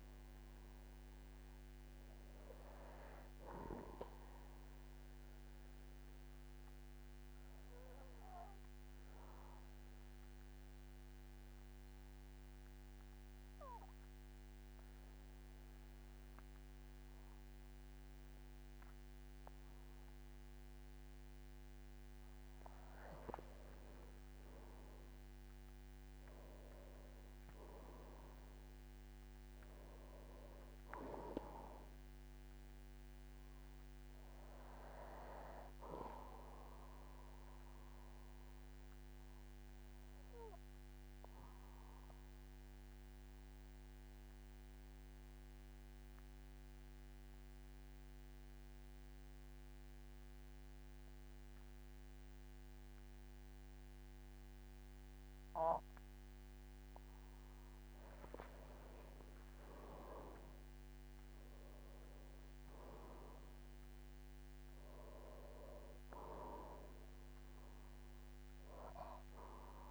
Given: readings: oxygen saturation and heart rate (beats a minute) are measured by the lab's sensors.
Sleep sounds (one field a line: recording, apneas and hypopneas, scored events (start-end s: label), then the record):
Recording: breathing in sleep by a microphone on the trachea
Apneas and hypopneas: 2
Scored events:
0.00-17.50 s: oxygen desaturation (device-marked, oxygen 92% lowest, heart rate 47 extreme)
5.50-21.50 s: obstructive apnea (oxygen 99% before, 92% lowest, heart rate 57 before, 44 extreme, up 14 after)
23.50-27.50 s: arousal
37.00-56.00 s: obstructive apnea (oxygen 99% before, 92% lowest, heart rate 55 before, 44 extreme, up 15 after)
59.00-63.00 s: arousal
61.50-69.91 s: oxygen desaturation (device-marked, oxygen 98% before, 93% lowest, heart rate 48 before, 47 extreme)
From the record:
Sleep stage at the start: N2 (light sleep)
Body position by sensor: on the back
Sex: male